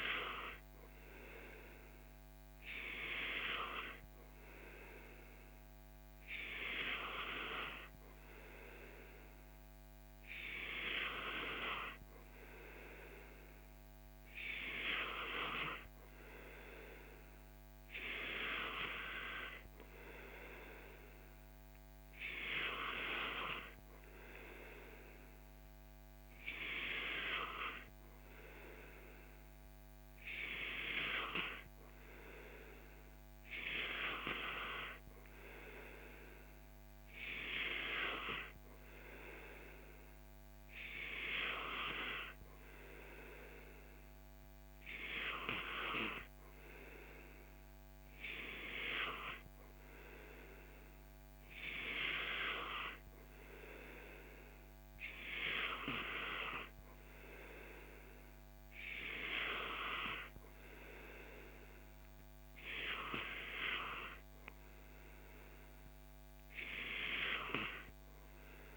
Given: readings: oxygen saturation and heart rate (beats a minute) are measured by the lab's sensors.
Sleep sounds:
breathing in sleep by a microphone on the trachea; none
none scored
From the record:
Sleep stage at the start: N2 (light sleep); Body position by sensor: on the back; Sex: male

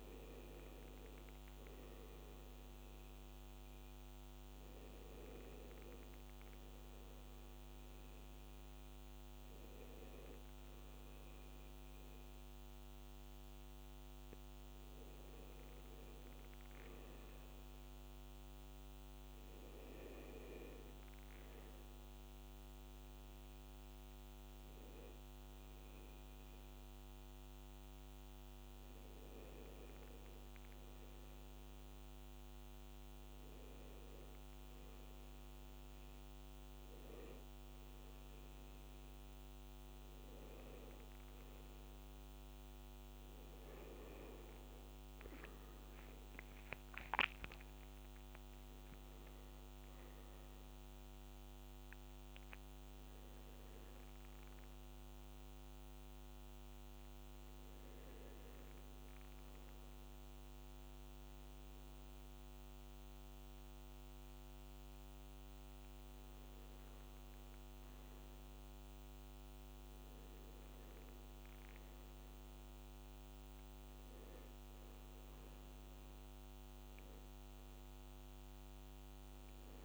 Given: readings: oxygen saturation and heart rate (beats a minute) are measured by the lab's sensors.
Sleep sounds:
a person awake in a sleep study, hard to hear, by a microphone on the trachea; none
none scored
From the record:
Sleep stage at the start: awake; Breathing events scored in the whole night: 366 in 3.5 hours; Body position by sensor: on the back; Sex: male

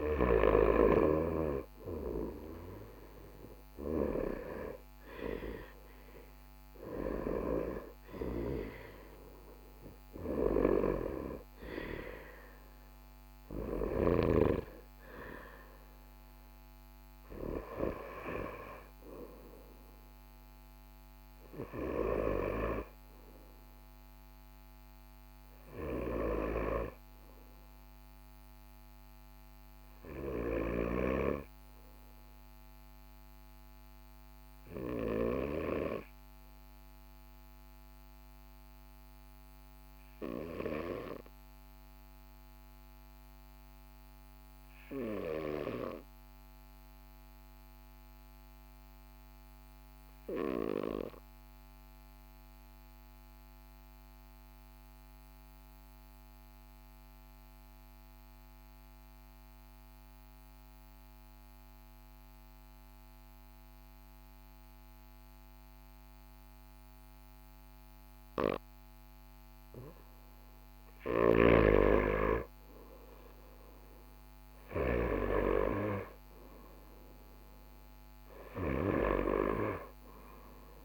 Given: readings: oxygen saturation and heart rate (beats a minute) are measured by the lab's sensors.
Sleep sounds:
breathing in sleep by a microphone on the trachea; 1
0.00-10.00 s: oxygen desaturation (device-marked, oxygen 95% lowest, heart rate 43 extreme)
39.50-69.50 s: obstructive apnea (oxygen 99% before, 94% lowest, heart rate 44 before, 43 extreme, up 1 after)
72.00-76.50 s: arousal
From the record:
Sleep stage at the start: N2 (light sleep); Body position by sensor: on the right side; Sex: male

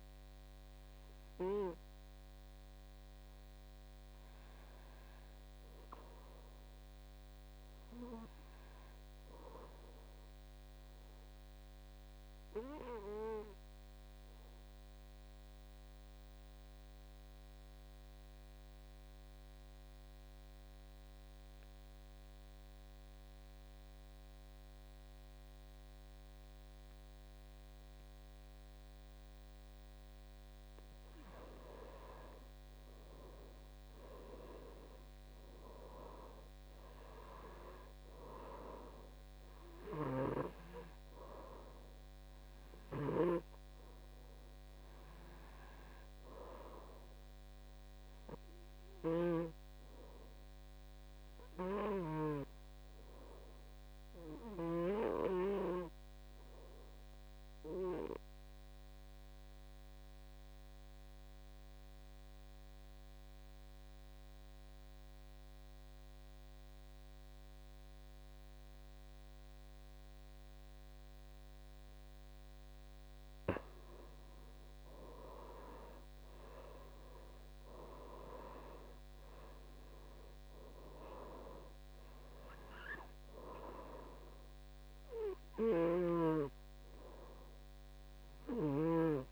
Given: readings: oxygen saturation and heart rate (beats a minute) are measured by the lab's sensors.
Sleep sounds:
breathing in sleep by a microphone on the trachea; 2
5.50-9.50 s: arousal
11.00-31.50 s: obstructive apnea (oxygen 98% before, 83% lowest, heart rate 52 before, 53 extreme, up 11 after)
18.50-61.50 s: oxygen desaturation (device-marked, oxygen 98% before, 85% lowest, heart rate 53 before, 54 extreme)
33.50-37.00 s: arousal
49.50-72.50 s: obstructive apnea (oxygen 96% before, 82% lowest, heart rate 62 before, 53 extreme, up 11 after)
74.50-78.50 s: arousal
75.50-89.32 s: oxygen desaturation (device-marked, oxygen 97% before, 82% lowest, heart rate 57 before, 53 extreme)
From the record:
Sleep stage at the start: N2 (light sleep); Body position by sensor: on the back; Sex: male

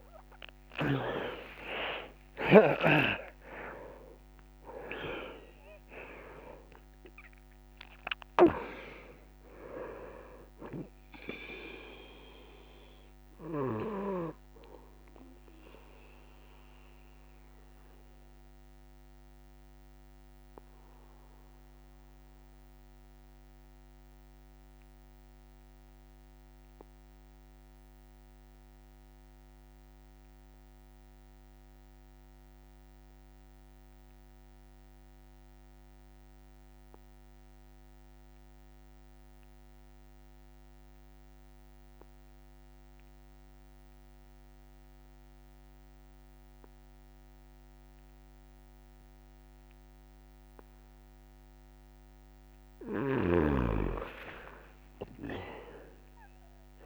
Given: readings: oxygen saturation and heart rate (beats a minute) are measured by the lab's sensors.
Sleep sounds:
breathing in sleep by a microphone on the trachea; 1
0.00-1.00 s: snoring (device-marked)
14.50-32.50 s: oxygen desaturation (device-marked, oxygen 95% before, 85% lowest)
15.50-51.50 s: mixed apnea (oxygen 96% before, 85% lowest)
52.50-56.86 s: oxygen desaturation (device-marked, oxygen 100% before, 85% lowest)
From the record:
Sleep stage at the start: N2 (light sleep); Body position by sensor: on the back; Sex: male

